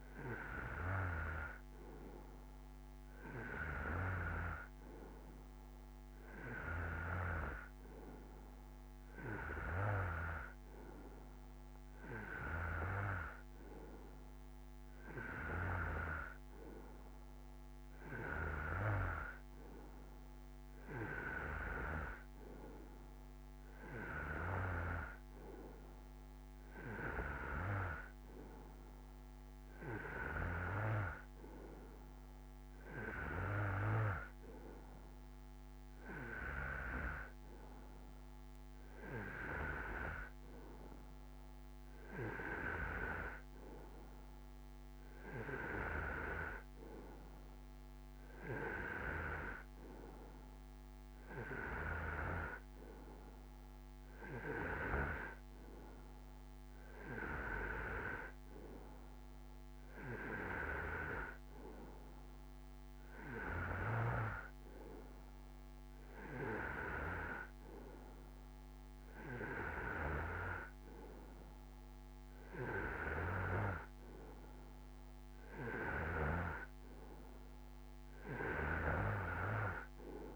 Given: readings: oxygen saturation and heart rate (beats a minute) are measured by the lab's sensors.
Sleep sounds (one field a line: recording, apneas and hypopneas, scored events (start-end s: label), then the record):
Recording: breathing in sleep by a microphone on the trachea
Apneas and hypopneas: none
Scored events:
none scored
From the record:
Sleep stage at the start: N2 (light sleep)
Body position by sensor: on the right side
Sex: male